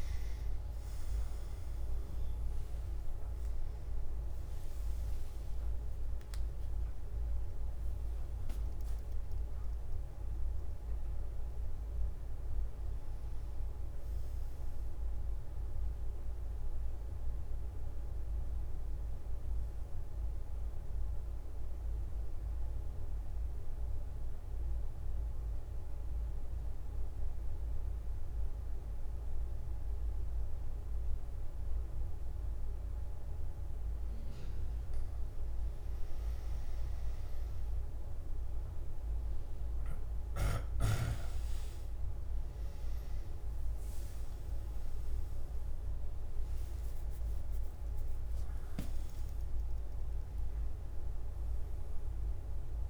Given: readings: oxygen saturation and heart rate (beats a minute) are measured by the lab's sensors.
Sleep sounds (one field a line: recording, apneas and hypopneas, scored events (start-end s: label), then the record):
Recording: breathing in sleep, hard to hear, by a room microphone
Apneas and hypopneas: 1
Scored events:
0.00-22.50 s: oxygen desaturation (device-marked, oxygen 94% lowest)
21.00-35.50 s: obstructive apnea (oxygen 99% before, 95% lowest)
48.50-52.90 s: oxygen desaturation (device-marked, oxygen 98% before, 95% lowest)
From the record:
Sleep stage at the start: N2 (light sleep)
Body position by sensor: on the back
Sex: male